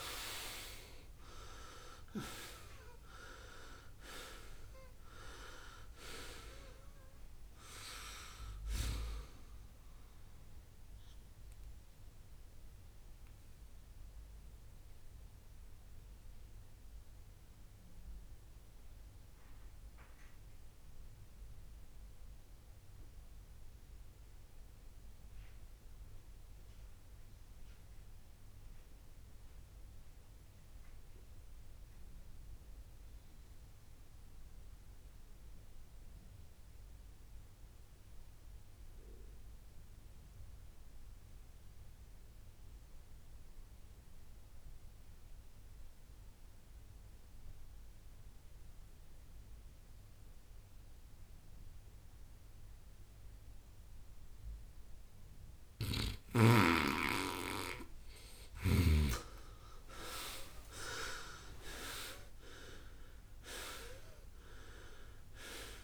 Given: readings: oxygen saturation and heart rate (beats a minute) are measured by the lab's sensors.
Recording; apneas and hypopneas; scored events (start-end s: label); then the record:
breathing in sleep by a room microphone; 1
0.00-2.50 s: arousal
0.00-31.00 s: oxygen desaturation (device-marked, oxygen 83% lowest, heart rate 61 extreme)
13.00-55.50 s: mixed apnea (oxygen 96% before, 83% lowest, heart rate 73 before, 61 extreme, up 21 after)
26.00-28.00 s: long interval between heartbeats (device-marked, heart rate 67 before, 67 extreme)
46.00-65.84 s: oxygen desaturation (device-marked, oxygen 98% before, 84% lowest, heart rate 66 before, 59 extreme)
59.00-63.00 s: arousal
From the record:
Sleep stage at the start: N2 (light sleep); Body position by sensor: on the right side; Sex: male